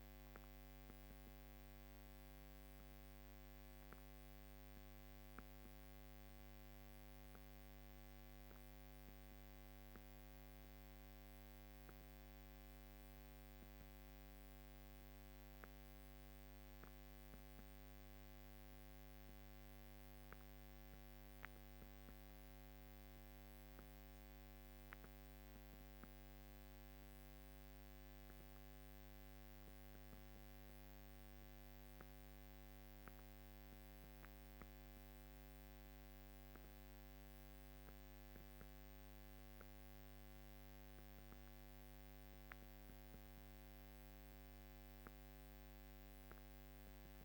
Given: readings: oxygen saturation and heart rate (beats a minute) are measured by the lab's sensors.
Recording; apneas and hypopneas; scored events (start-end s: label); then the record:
breathing in sleep, hard to hear, by a microphone on the trachea; none
none scored
From the record:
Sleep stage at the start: N2 (light sleep); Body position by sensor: on the back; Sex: female